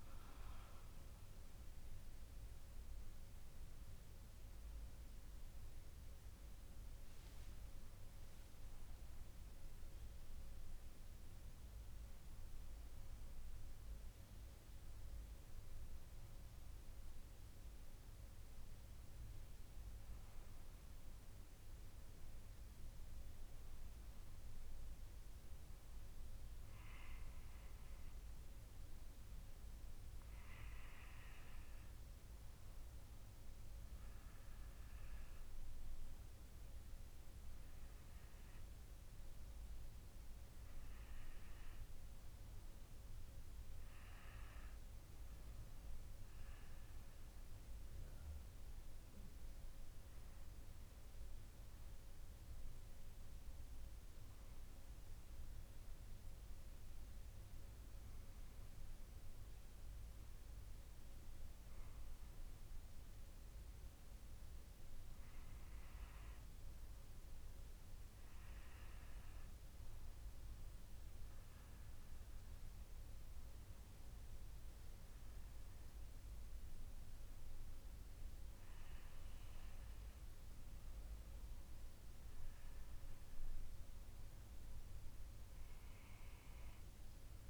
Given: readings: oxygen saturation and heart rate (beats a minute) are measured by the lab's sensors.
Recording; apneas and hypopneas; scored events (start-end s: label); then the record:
breathing in sleep, hard to hear, by a room microphone; none
1.00-6.00 s: arousal
38.50-87.50 s: new sleep stage, N2 (light sleep)
From the record:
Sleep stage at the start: N1 (lightest sleep); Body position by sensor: on the back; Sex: female